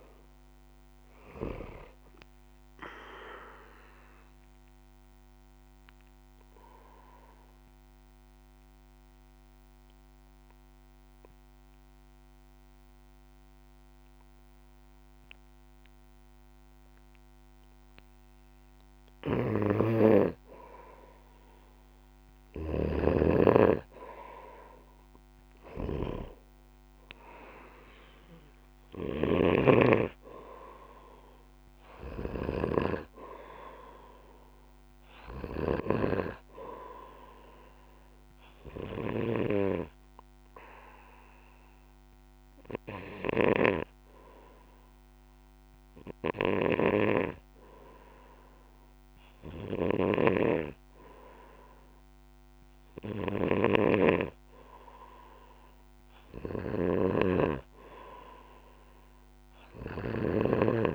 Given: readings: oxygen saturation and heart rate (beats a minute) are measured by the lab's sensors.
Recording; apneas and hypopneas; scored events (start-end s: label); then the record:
breathing in sleep by a microphone on the trachea; 2
0.00-19.50 s: oxygen desaturation (device-marked, oxygen 92% lowest, heart rate 55 extreme)
3.00-19.00 s: obstructive apnea (oxygen 98% before, 92% lowest, heart rate 60 before, 55 extreme, up 10 after)
19.50-23.00 s: snoring (device-marked)
24.50-28.00 s: arousal
27.50-48.50 s: oxygen desaturation (device-marked, oxygen 97% before, 93% lowest, heart rate 58 before, 56 extreme)
29.00-36.00 s: snoring (device-marked)
38.00-52.00 s: hypopnea (oxygen 97% before, 93% lowest, heart rate 61 before, 57 extreme, up 6 after)
43.00-60.95 s: snoring (device-marked)
56.00-58.50 s: arousal
From the record:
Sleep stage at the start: N2 (light sleep); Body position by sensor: on the back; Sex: male